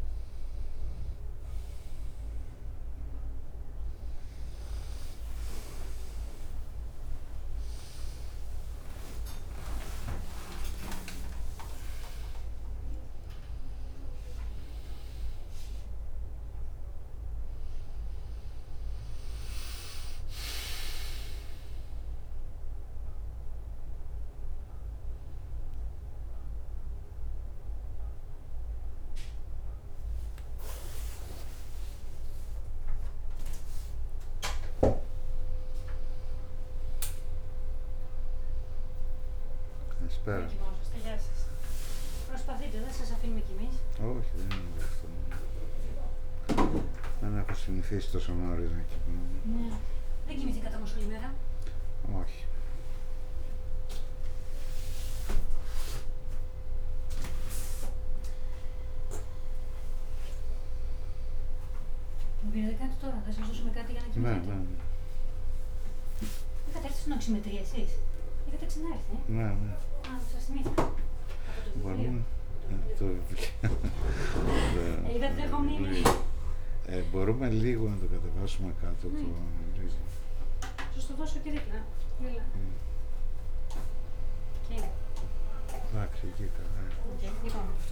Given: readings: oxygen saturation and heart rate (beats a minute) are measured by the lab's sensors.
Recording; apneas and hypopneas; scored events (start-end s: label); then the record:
a person awake in a sleep study, by a room microphone; none
5.50-7.50 s: long interval between heartbeats (device-marked, heart rate 69 before, 79 extreme)
10.50-12.50 s: long interval between heartbeats (device-marked, heart rate 72 before, 96 extreme)
10.50-32.50 s: drop in pulse transit time (device-marked, heart rate 72 before, 67 extreme)
30.00-32.00 s: long interval between heartbeats (device-marked, heart rate 80 before, 74 extreme)
50.00-58.00 s: leg movement (device-marked)
59.50-60.50 s: leg movement (device-marked)
62.50-64.00 s: leg movement (device-marked)
69.00-74.50 s: leg movement (device-marked)
From the record:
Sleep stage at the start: awake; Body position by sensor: on the back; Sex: male